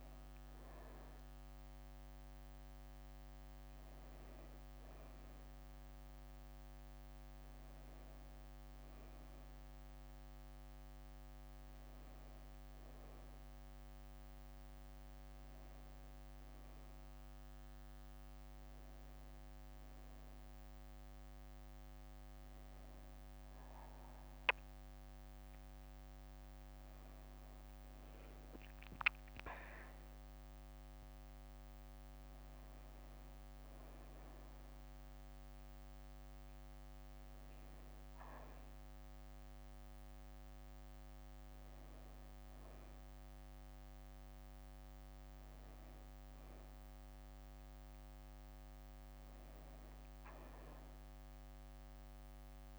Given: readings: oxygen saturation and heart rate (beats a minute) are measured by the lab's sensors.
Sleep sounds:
a person awake in a sleep study, hard to hear, by a microphone on the trachea; none
17.00-35.00 s: tachycardia (device-marked, heart rate 80 before, 210 extreme)
22.00-24.00 s: long interval between heartbeats (device-marked, heart rate 73 before, 148 extreme)
25.00-27.00 s: long interval between heartbeats (device-marked, heart rate 89 before, 185 extreme)
26.00-40.00 s: drop in pulse transit time (device-marked, heart rate 95 before, 85 extreme)
28.50-30.50 s: long interval between heartbeats (device-marked, heart rate 107 before, 199 extreme)
From the record:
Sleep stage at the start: awake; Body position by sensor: on the back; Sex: female

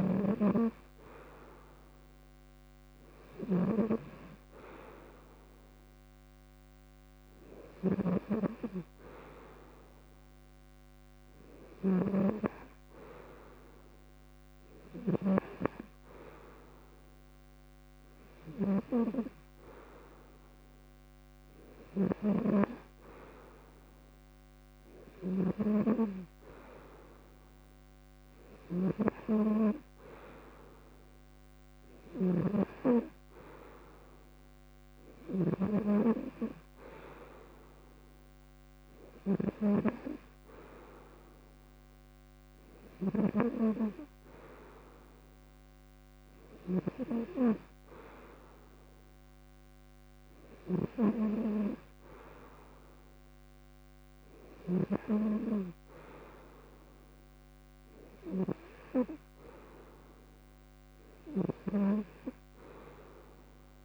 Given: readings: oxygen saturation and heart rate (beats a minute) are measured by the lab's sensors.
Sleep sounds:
breathing in sleep by a microphone on the trachea; none
0.00-15.00 s: snoring (device-marked)
21.50-35.00 s: snoring (device-marked)
42.50-46.50 s: snoring (device-marked)
From the record:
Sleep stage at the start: N2 (light sleep); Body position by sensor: on the front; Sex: male

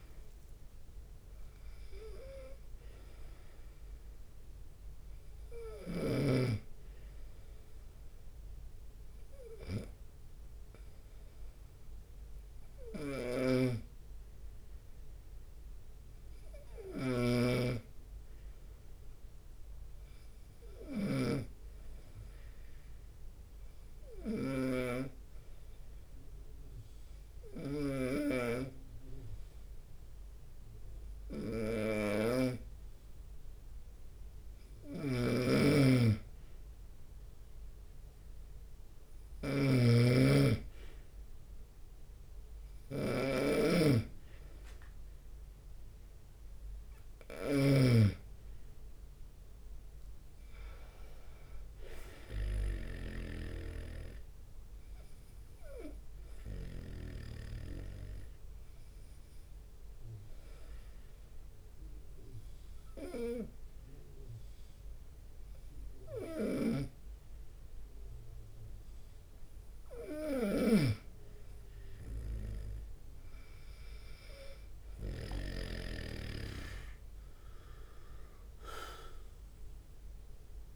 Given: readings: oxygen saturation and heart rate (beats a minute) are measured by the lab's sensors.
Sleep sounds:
breathing in sleep by a room microphone; 2
0.00-3.50 s: leg movement (device-marked)
0.00-17.50 s: oxygen desaturation (device-marked, oxygen 93% lowest, heart rate 71 extreme)
13.50-57.50 s: snoring (device-marked)
15.00-34.00 s: hypopnea (oxygen 97% before, 88% lowest, heart rate 72 before, 72 extreme, up 2 after)
29.50-60.50 s: oxygen desaturation (device-marked, oxygen 95% before, 88% lowest, heart rate 74 before, 73 extreme)
35.50-39.00 s: arousal
38.00-40.00 s: leg movement (device-marked)
51.50-53.50 s: leg movement (device-marked)
55.00-68.50 s: hypopnea (oxygen 94% before, 88% lowest, heart rate 76 before, 73 extreme, up 4 after)
67.00-76.00 s: snoring (device-marked)
72.00-75.00 s: leg movement (device-marked)
74.00-78.50 s: arousal
From the record:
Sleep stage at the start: N2 (light sleep); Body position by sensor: on the right side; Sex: male

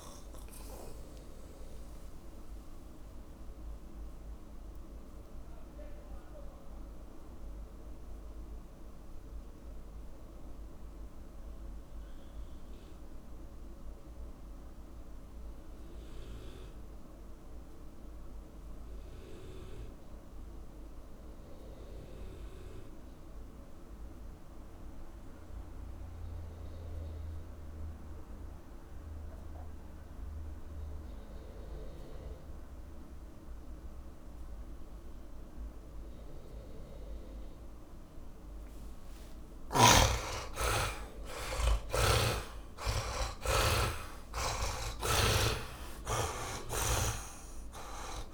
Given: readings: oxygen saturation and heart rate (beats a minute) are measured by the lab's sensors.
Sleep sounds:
breathing in sleep by a room microphone; 1
0.00-17.00 s: oxygen desaturation (device-marked, oxygen 68% lowest)
0.50-38.50 s: mixed apnea (oxygen 96% before, 68% lowest, heart rate 37 before, 77 extreme, up 42 after)
5.00-45.00 s: tachycardia (device-marked)
29.00-48.33 s: oxygen desaturation (device-marked, oxygen 100% before, 71% lowest, heart rate 143 before, 77 extreme)
40.00-43.50 s: snoring (device-marked)
40.00-46.00 s: arousal
From the record:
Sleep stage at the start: REM sleep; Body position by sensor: on the back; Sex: male

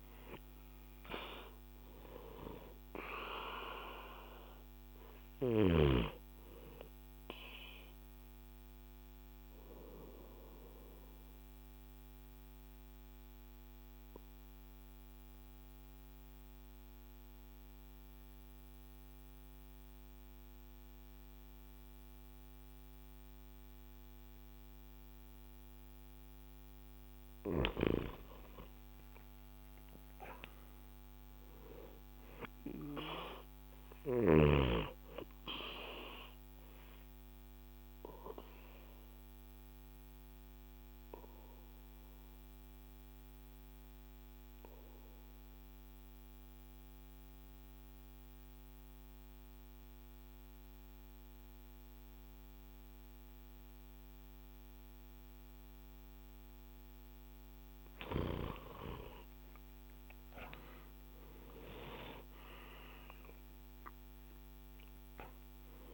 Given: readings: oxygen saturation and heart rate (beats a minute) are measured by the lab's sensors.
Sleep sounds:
breathing in sleep by a microphone on the trachea; 2
0.00-18.50 s: oxygen desaturation (device-marked, oxygen 90% lowest, heart rate 58 extreme)
7.50-26.00 s: obstructive apnea (oxygen 98% before, 90% lowest, heart rate 76 before, 58 extreme, up 15 after)
28.00-32.00 s: arousal
37.50-55.50 s: obstructive apnea (oxygen 98% before, 91% lowest, heart rate 67 before, 58 extreme, up 15 after)
59.00-62.50 s: arousal
64.50-65.94 s: oxygen desaturation (device-marked, oxygen 96% before, 91% lowest, heart rate 66 before, 58 extreme)
From the record:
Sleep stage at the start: N2 (light sleep); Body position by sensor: on the back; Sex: male

